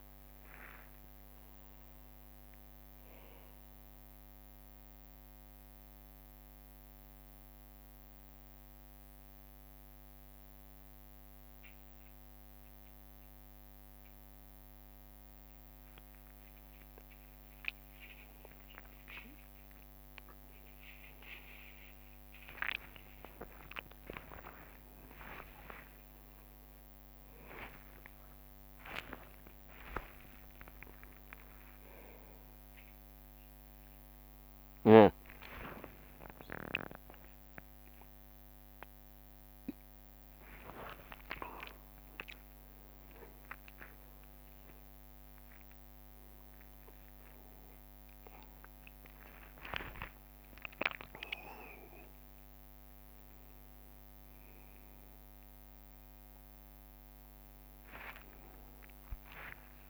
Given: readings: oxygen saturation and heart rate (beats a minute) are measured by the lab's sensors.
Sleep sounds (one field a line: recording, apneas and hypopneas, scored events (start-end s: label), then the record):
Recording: a person awake in a sleep study, by a microphone on the trachea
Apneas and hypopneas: none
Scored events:
0.00-1.50 s: long interval between heartbeats (device-marked, heart rate 91 extreme)
0.00-2.50 s: tachycardia (device-marked, heart rate 109 extreme)
0.50-5.00 s: leg movement (device-marked)
5.50-16.00 s: leg movement (device-marked)
16.50-21.00 s: leg movement (device-marked)
25.50-31.50 s: tachycardia (device-marked, heart rate 64 before, 130 extreme)
26.50-28.50 s: long interval between heartbeats (device-marked, heart rate 65 before, 74 extreme)
27.50-34.50 s: drop in pulse transit time (device-marked, heart rate 64 before, 87 extreme)
28.50-30.50 s: long interval between heartbeats (device-marked, heart rate 65 before, 102 extreme)
30.50-32.50 s: long interval between heartbeats (device-marked, heart rate 69 before, 130 extreme)
37.50-43.50 s: tachycardia (device-marked, heart rate 69 before, 136 extreme)
39.50-41.50 s: long interval between heartbeats (device-marked, heart rate 88 before, 93 extreme)
42.00-44.00 s: long interval between heartbeats (device-marked, heart rate 91 before, 124 extreme)
46.50-53.50 s: leg movement (device-marked)
50.50-52.50 s: long interval between heartbeats (device-marked, heart rate 102 before, 80 extreme)
54.50-57.50 s: leg movement (device-marked)
58.50-59.90 s: leg movement (device-marked)
From the record:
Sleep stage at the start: awake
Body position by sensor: on the back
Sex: male